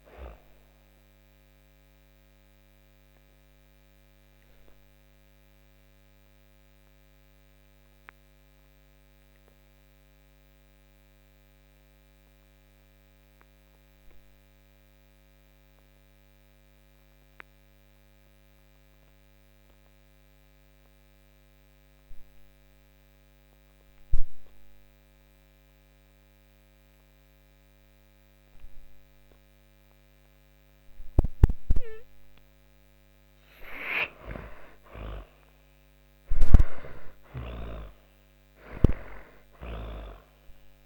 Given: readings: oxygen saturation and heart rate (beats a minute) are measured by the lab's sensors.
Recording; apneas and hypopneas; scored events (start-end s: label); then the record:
breathing in sleep by a microphone on the trachea; 1
0.00-17.50 s: oxygen desaturation (device-marked, oxygen 78% lowest)
0.50-31.50 s: obstructive apnea (oxygen 98% before, 78% lowest)
33.50-36.50 s: arousal
From the record:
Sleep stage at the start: N2 (light sleep); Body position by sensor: on the back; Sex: female